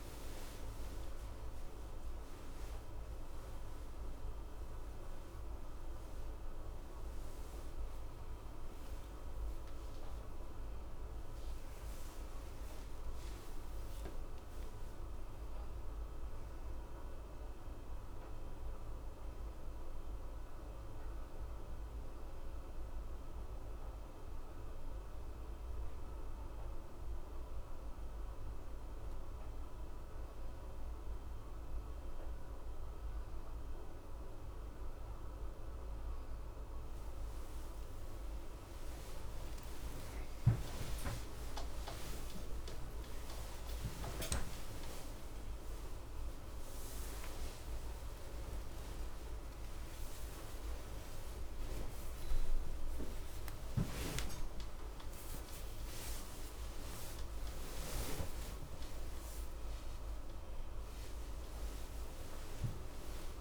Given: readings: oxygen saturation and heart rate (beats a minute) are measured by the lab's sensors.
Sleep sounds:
a person partly awake in a sleep study, hard to hear, by a room microphone; none
9.00-13.50 s: arousal
45.00-63.41 s: new sleep stage, awake
From the record:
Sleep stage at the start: N1 (lightest sleep); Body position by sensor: on the left side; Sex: male

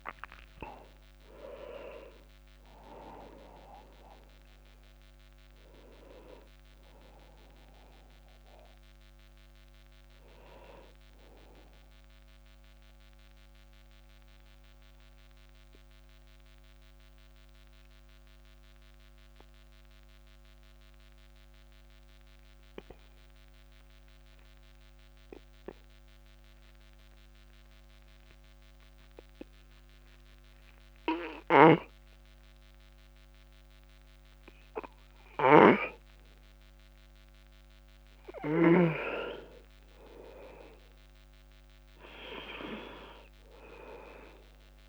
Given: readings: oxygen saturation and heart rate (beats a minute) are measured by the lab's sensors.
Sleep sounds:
breathing in sleep by a microphone on the trachea; 1
0.00-30.50 s: oxygen desaturation (device-marked, oxygen 87% lowest)
12.50-37.00 s: obstructive apnea (oxygen 99% before, 87% lowest)
39.50-44.00 s: arousal
From the record:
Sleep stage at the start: N2 (light sleep); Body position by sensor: on the back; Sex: male

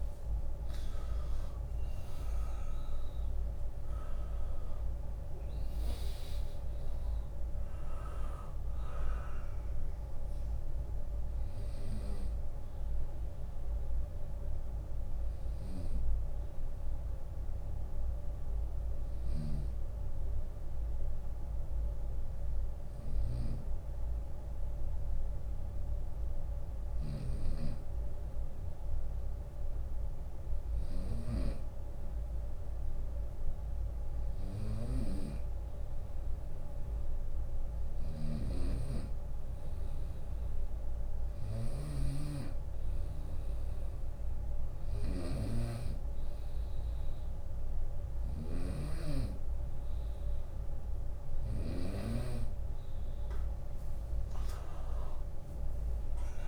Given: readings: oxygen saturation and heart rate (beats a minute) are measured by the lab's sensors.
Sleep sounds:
breathing in sleep by a room microphone; 1
0.00-12.00 s: oxygen desaturation (device-marked, oxygen 93% lowest, heart rate 65 extreme)
0.00-16.00 s: drop in pulse transit time (device-marked, heart rate 71 extreme)
1.00-5.00 s: arousal
2.00-4.00 s: long interval between heartbeats (device-marked, heart rate 74 before, 85 extreme)
12.00-14.00 s: long interval between heartbeats (device-marked, heart rate 78 before, 71 extreme)
15.00-29.50 s: hypopnea (oxygen 97% before, 94% lowest, heart rate 80 before, 65 extreme, up 12 after)
26.00-30.50 s: snoring (device-marked)
32.00-35.00 s: arousal
37.00-51.00 s: snoring (device-marked)
52.00-56.48 s: drop in pulse transit time (device-marked, heart rate 75 before, 76 extreme)
From the record:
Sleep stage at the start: N2 (light sleep); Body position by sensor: on the right side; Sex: male

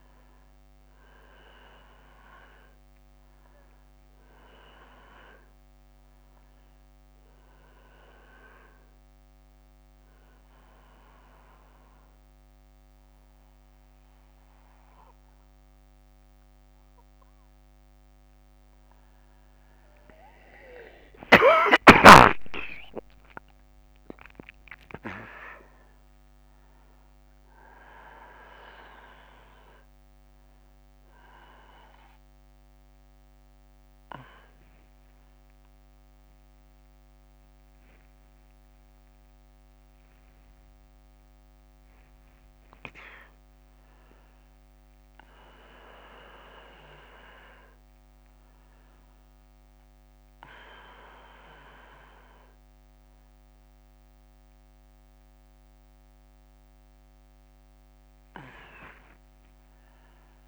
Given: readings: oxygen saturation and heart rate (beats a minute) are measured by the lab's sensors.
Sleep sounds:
a person awake in a sleep study, by a microphone on the trachea; none
46.50-60.48 s: new sleep stage, N1 (lightest sleep)
From the record:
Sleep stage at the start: awake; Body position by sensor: on the back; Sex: male

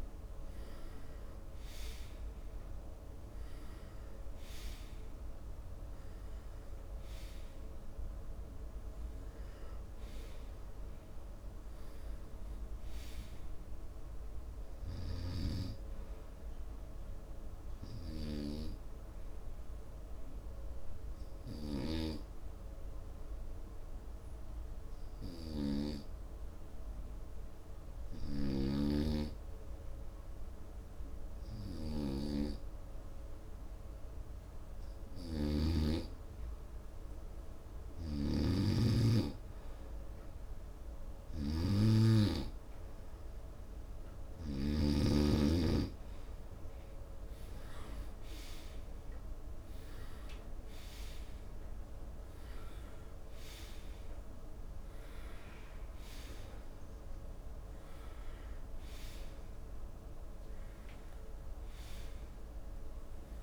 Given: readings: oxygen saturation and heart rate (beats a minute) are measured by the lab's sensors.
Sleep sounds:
breathing in sleep by a room microphone; 1
17.00-34.00 s: hypopnea (oxygen 93% before, 90% lowest, heart rate 85 before, 70 extreme, up 1 after)
35.50-39.50 s: arousal
48.50-61.50 s: oxygen desaturation (device-marked, oxygen 96% before, 92% lowest, heart rate 72 before, 84 extreme)
From the record:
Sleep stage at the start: N2 (light sleep); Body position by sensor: on the right side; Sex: male

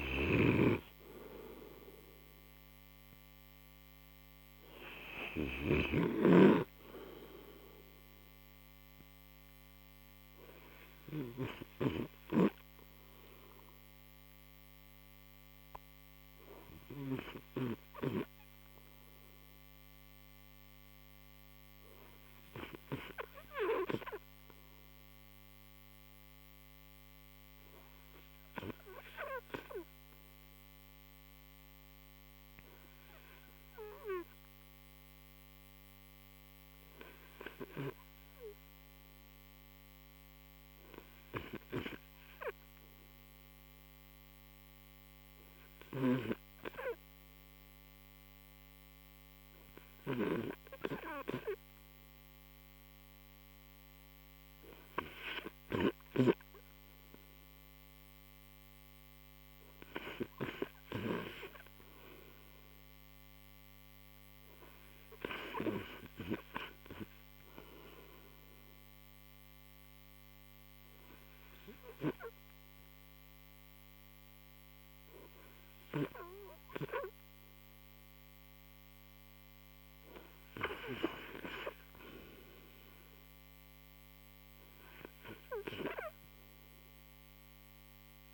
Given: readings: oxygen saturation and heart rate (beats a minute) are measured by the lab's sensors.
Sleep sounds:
breathing in sleep by a microphone on the trachea; 2
17.50-57.50 s: hypopnea (oxygen 100% before, 85% lowest)
17.50-88.34 s: new sleep stage, REM sleep
56.50-88.34 s: oxygen desaturation (device-marked, oxygen 97% before, 86% lowest)
59.50-63.00 s: arousal
68.50-81.00 s: obstructive apnea (oxygen 97% before, 84% lowest)
87.00-88.34 s: arousal
From the record:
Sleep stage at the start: N2 (light sleep); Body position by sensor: on the right side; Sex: male

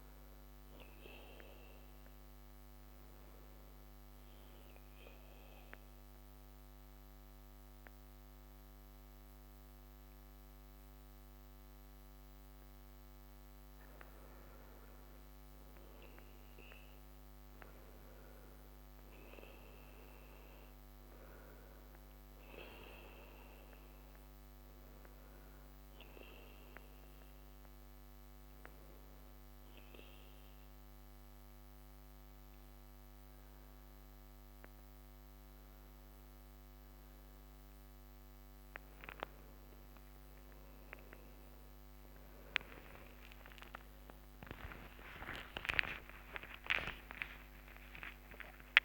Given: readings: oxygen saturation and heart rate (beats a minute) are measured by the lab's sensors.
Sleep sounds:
breathing in sleep by a microphone on the trachea; 2
0.00-3.50 s: oxygen desaturation (device-marked, oxygen 91% lowest)
1.50-13.50 s: obstructive apnea (oxygen 95% before, 90% lowest)
15.00-18.50 s: arousal
22.50-38.50 s: oxygen desaturation (device-marked, oxygen 95% before, 90% lowest)
23.00-38.50 s: hypopnea (oxygen 95% before, 90% lowest)
41.50-48.85 s: new sleep stage, awake
From the record:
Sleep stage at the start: N2 (light sleep); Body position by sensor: on the back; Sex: male

